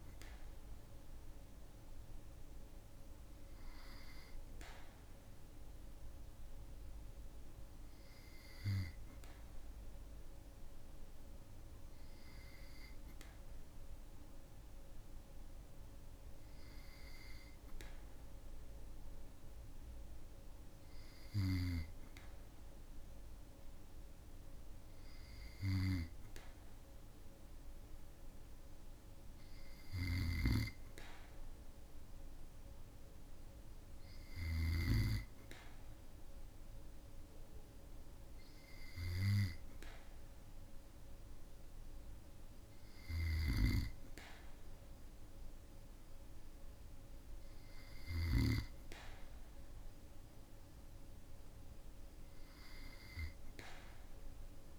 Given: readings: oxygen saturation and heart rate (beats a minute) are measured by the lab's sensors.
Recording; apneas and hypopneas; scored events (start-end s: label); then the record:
breathing in sleep by a room microphone; none
29.50-34.50 s: snoring (device-marked)
From the record:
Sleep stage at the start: N2 (light sleep); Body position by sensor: on the back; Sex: male